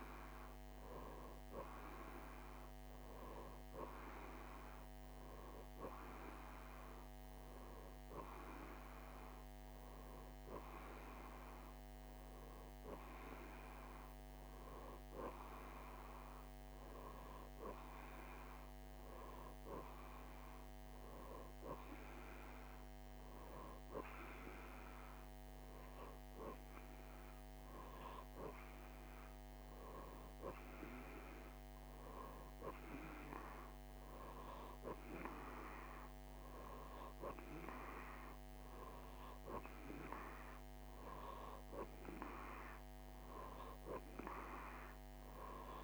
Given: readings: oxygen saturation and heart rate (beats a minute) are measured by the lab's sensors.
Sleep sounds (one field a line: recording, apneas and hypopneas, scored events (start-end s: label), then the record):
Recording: breathing in sleep by a microphone on the trachea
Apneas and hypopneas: none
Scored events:
none scored
From the record:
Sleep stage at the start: N2 (light sleep)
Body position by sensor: on the right side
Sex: male